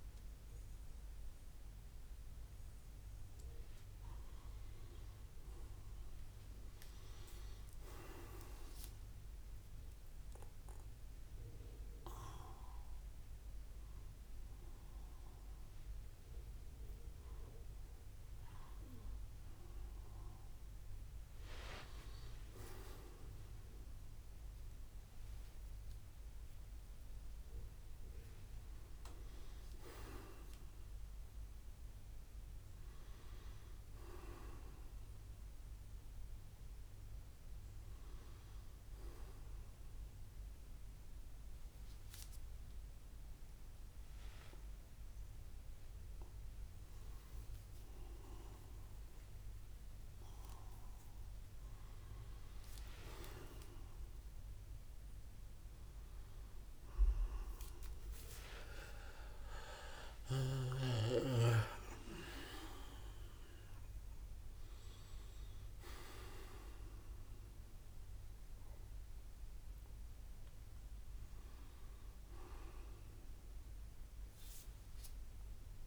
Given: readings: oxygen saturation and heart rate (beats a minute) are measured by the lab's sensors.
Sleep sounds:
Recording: a person awake in a sleep study, by a room microphone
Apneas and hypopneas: none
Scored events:
0.50-2.50 s: long interval between heartbeats (device-marked, heart rate 88 before, 105 extreme)
4.00-6.00 s: long interval between heartbeats (device-marked, heart rate 101 before, 171 extreme)
11.00-13.00 s: long interval between heartbeats (device-marked, heart rate 129 before, 104 extreme)
26.00-28.00 s: long interval between heartbeats (device-marked, heart rate 96 before, 92 extreme)
28.00-30.00 s: long interval between heartbeats (device-marked, heart rate 89 before, 121 extreme)
45.00-47.00 s: long interval between heartbeats (device-marked, heart rate 91 before, 88 extreme)
50.00-52.00 s: long interval between heartbeats (device-marked, heart rate 86 before, 88 extreme)
52.50-54.50 s: long interval between heartbeats (device-marked, heart rate 82 before, 106 extreme)
59.50-61.50 s: long interval between heartbeats (device-marked, heart rate 86 before, 89 extreme)
From the record:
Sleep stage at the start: awake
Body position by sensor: on the right side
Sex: male

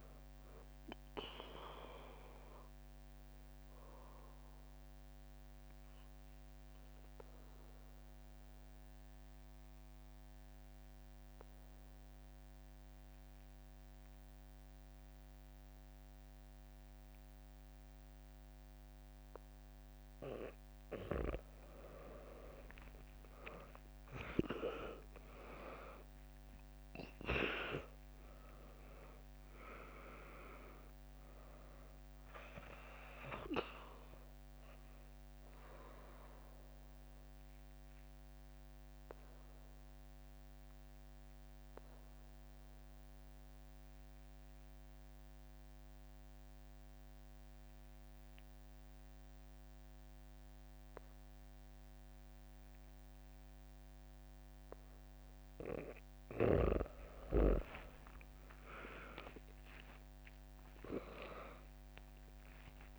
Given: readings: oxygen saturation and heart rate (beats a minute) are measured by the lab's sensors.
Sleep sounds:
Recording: breathing in sleep by a microphone on the trachea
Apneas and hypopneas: 2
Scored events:
0.00-5.50 s: drop in pulse transit time (device-marked, heart rate 59 extreme)
2.00-20.50 s: obstructive apnea (oxygen 100% before, 95% lowest, heart rate 68 before, 60 extreme, up 1 after)
23.50-34.50 s: drop in pulse transit time (device-marked, heart rate 64 before, 62 extreme)
24.00-28.00 s: arousal
29.50-49.50 s: oxygen desaturation (device-marked, oxygen 99% before, 95% lowest, heart rate 63 before, 60 extreme)
36.50-55.50 s: obstructive apnea (oxygen 99% before, 95% lowest, heart rate 66 before, 62 extreme, up 2 after)
57.50-62.99 s: arousal
60.50-62.99 s: drop in pulse transit time (device-marked, heart rate 69 before, 62 extreme)
From the record:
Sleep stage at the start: N2 (light sleep)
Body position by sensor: on the back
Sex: female

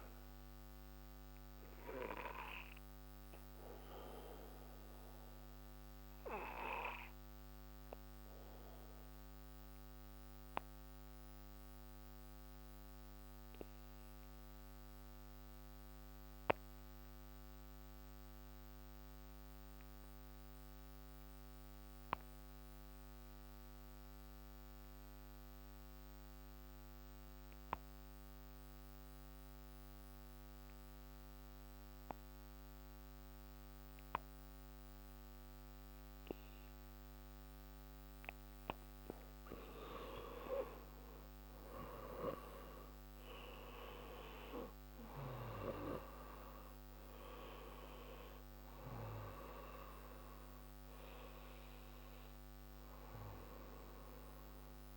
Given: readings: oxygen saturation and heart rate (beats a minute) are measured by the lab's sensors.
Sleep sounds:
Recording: breathing in sleep by a microphone on the trachea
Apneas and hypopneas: 1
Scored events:
0.00-21.00 s: oxygen desaturation (device-marked, oxygen 86% lowest)
3.00-40.00 s: obstructive apnea (oxygen 97% before, 85% lowest)
35.00-54.97 s: oxygen desaturation (device-marked, oxygen 98% before, 85% lowest)
41.50-45.50 s: arousal
From the record:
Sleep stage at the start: N2 (light sleep)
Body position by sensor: on the back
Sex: male

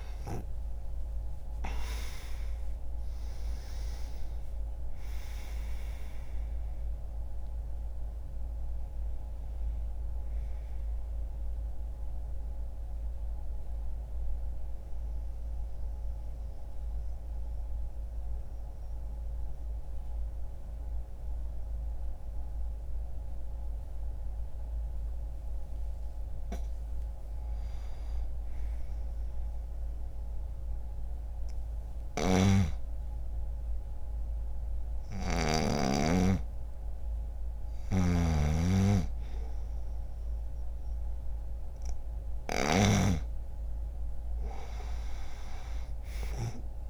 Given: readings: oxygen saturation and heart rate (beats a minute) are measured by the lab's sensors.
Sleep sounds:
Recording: breathing in sleep by a room microphone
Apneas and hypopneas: 1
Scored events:
0.00-1.50 s: arousal
0.00-3.50 s: oxygen desaturation (device-marked, oxygen 93% lowest, heart rate 59 extreme)
15.00-26.00 s: mixed apnea (oxygen 98% before, 91% lowest, heart rate 67 before, 59 extreme, up 4 after)
22.50-32.50 s: oxygen desaturation (device-marked, oxygen 96% before, 91% lowest, heart rate 66 before, 59 extreme)
28.00-33.00 s: arousal
45.50-46.90 s: oxygen desaturation (device-marked, oxygen 99% before, 92% lowest, heart rate 61 before, 60 extreme)
From the record:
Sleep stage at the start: N2 (light sleep)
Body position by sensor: on the right side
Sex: male

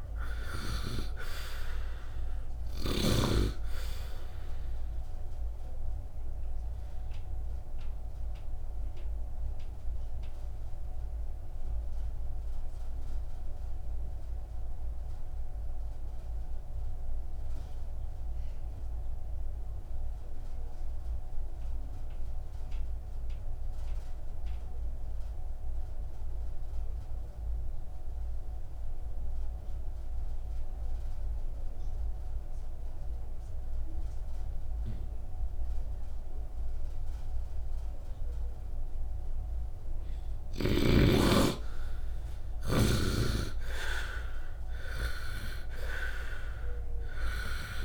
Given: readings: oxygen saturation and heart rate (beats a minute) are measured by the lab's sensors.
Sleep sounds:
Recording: breathing in sleep by a room microphone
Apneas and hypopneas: 1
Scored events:
0.00-1.00 s: arousal
0.00-31.00 s: oxygen desaturation (device-marked, oxygen 75% lowest, heart rate 51 extreme)
7.50-40.00 s: obstructive apnea (oxygen 98% before, 74% lowest, heart rate 57 before, 51 extreme, up 6 after)
33.00-47.85 s: oxygen desaturation (device-marked, oxygen 95% before, 74% lowest, heart rate 65 before, 51 extreme)
41.50-45.50 s: arousal
From the record:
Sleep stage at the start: N2 (light sleep)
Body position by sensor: on the right side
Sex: male

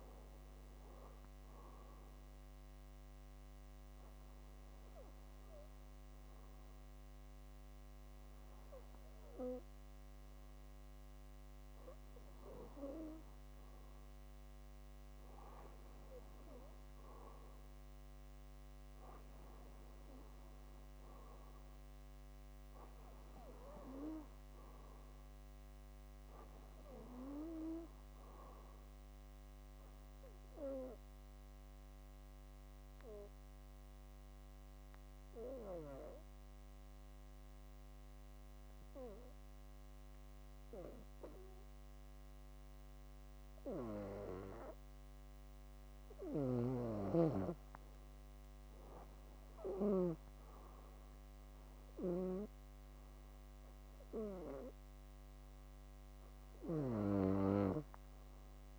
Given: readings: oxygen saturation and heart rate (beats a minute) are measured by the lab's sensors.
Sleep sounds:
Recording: breathing in sleep by a microphone on the trachea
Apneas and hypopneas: 2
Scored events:
0.00-4.00 s: oxygen desaturation (device-marked, oxygen 93% lowest, heart rate 60 extreme)
3.00-13.50 s: obstructive apnea (oxygen 97% before, 92% lowest, heart rate 67 before, 59 extreme, up 8 after)
16.00-19.50 s: arousal
30.50-46.00 s: obstructive apnea (oxygen 97% before, 92% lowest, heart rate 66 before, 55 extreme, up 2 after)
34.00-57.00 s: bradycardia (device-marked, heart rate 66 before, 55 extreme)
47.00-50.50 s: arousal
From the record:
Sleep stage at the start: REM sleep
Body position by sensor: on the back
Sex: female

